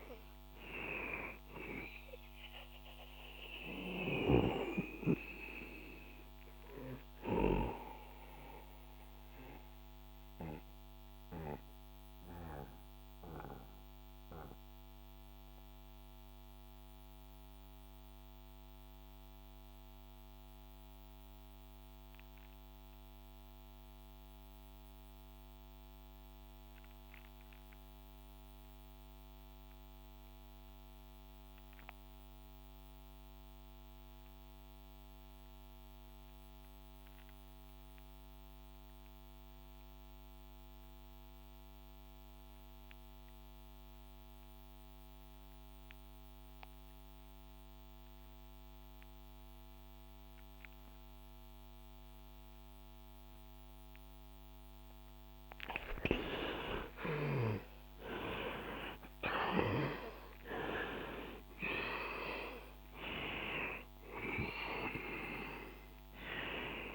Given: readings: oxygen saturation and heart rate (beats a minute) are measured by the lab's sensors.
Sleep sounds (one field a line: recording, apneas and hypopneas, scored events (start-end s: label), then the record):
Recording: breathing in sleep by a microphone on the trachea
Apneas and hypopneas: 1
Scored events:
0.00-27.00 s: oxygen desaturation (device-marked, oxygen 82% lowest, heart rate 54 extreme)
7.00-55.00 s: mixed apnea (oxygen 97% before, 78% lowest, heart rate 65 before, 57 extreme, up 19 after)
40.00-66.95 s: oxygen desaturation (device-marked, oxygen 99% before, 78% lowest, heart rate 68 before, 57 extreme)
56.50-61.50 s: arousal
From the record:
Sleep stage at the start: REM sleep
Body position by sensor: on the back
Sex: male